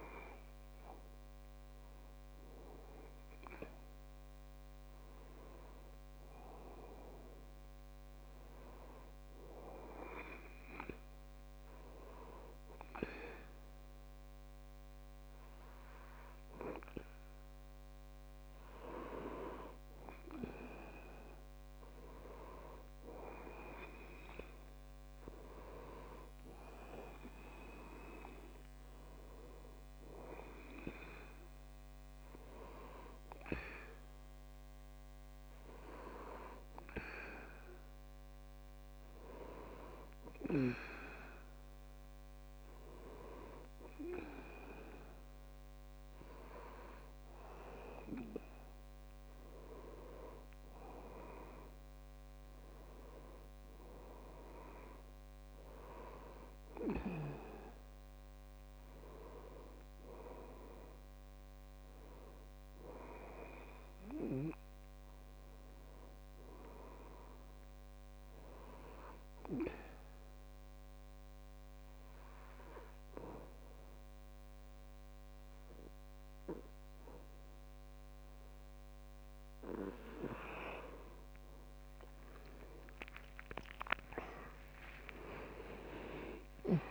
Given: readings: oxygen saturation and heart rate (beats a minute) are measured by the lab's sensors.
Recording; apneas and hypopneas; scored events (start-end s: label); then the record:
breathing in sleep by a microphone on the trachea; 1
59.50-63.00 s: arousal
69.50-80.50 s: obstructive apnea (oxygen 97% before, 92% lowest, heart rate 71 before, 64 extreme, up 22 after)
82.50-86.50 s: arousal
From the record:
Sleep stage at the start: N2 (light sleep); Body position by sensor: on the back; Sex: male